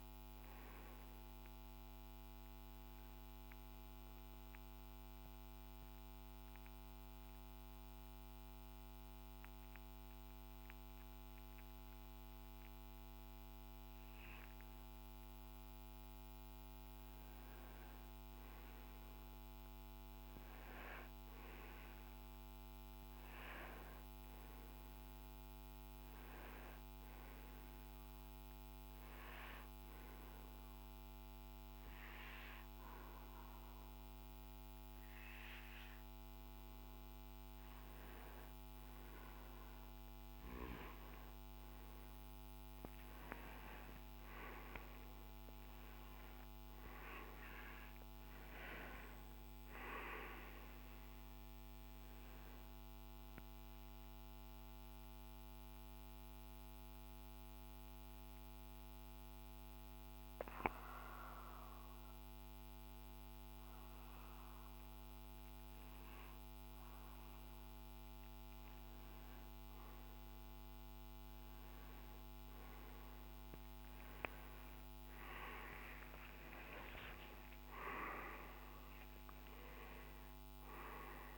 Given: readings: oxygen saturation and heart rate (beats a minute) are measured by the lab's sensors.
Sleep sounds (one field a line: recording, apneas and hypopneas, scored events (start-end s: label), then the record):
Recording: breathing in sleep by a microphone on the trachea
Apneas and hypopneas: 3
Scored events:
2.50-10.50 s: oxygen desaturation (device-marked, oxygen 98% before, 90% lowest, heart rate 62 before, 58 extreme)
3.50-15.00 s: obstructive apnea (oxygen 98% before, 91% lowest, heart rate 63 before, 57 extreme, up 4 after)
17.50-21.50 s: arousal
20.50-35.50 s: oxygen desaturation (device-marked, oxygen 98% before, 92% lowest, heart rate 61 before, 57 extreme)
28.50-39.00 s: obstructive apnea (oxygen 98% before, 92% lowest, heart rate 60 before, 57 extreme, up 14 after)
42.50-81.38 s: new sleep stage, N1 (lightest sleep)
43.00-48.00 s: arousal
52.00-66.50 s: obstructive apnea (oxygen 95% before, 92% lowest, heart rate 66 before, 56 extreme)
70.50-81.38 s: oxygen desaturation (device-marked, oxygen 97% before, 93% lowest, heart rate 71 before, 56 extreme)
72.50-77.00 s: arousal
From the record:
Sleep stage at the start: N2 (light sleep)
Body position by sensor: on the right side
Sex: male